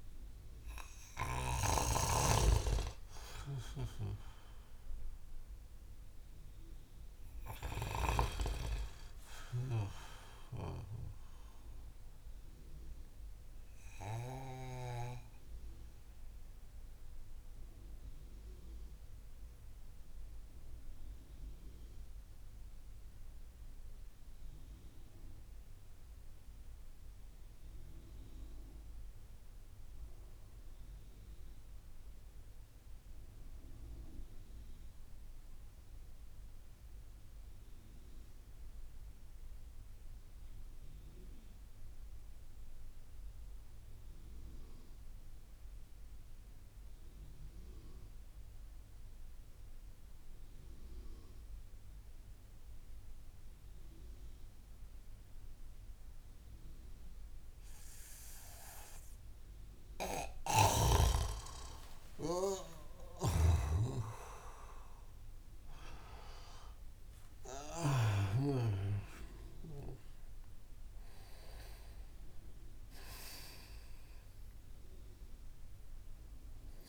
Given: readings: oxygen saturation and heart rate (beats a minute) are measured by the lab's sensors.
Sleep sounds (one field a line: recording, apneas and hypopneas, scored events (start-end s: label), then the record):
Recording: breathing in sleep by a room microphone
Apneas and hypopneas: 1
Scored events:
0.00-17.50 s: oxygen desaturation (device-marked, oxygen 87% lowest)
10.50-60.50 s: mixed apnea (oxygen 94% before, 87% lowest)
43.50-71.50 s: oxygen desaturation (device-marked, oxygen 97% before, 90% lowest)
62.50-65.50 s: arousal
62.50-67.50 s: snoring (device-marked)
72.50-76.89 s: arousal
From the record:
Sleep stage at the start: N2 (light sleep)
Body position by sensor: on the back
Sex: male